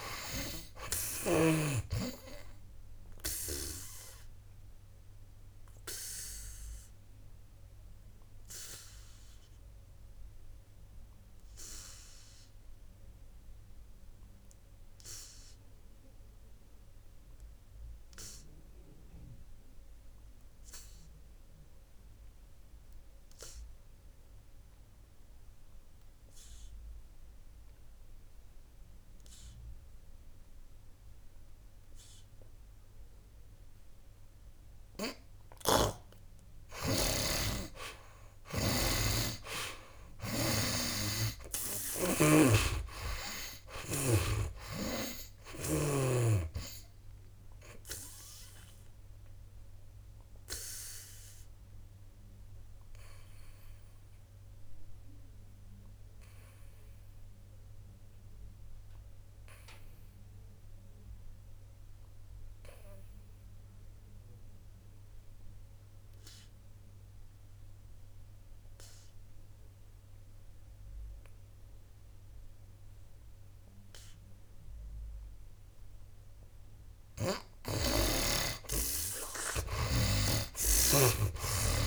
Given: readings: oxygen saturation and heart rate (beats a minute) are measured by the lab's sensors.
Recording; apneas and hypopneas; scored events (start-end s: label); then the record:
breathing in sleep by a room microphone; 2
0.00-27.00 s: oxygen desaturation (device-marked, oxygen 73% lowest, heart rate 57 extreme)
4.50-35.50 s: obstructive apnea (oxygen 96% before, 69% lowest, heart rate 65 before, 57 extreme, up 15 after)
29.00-73.00 s: oxygen desaturation (device-marked, oxygen 97% before, 69% lowest, heart rate 60 before, 58 extreme)
35.50-46.50 s: snoring (device-marked)
39.50-43.50 s: arousal
48.50-77.50 s: obstructive apnea (oxygen 97% before, 69% lowest, heart rate 68 before, 58 extreme, up 17 after)
80.00-81.87 s: snoring (device-marked)
80.50-81.87 s: arousal
From the record:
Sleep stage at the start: N2 (light sleep); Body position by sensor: on the back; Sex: male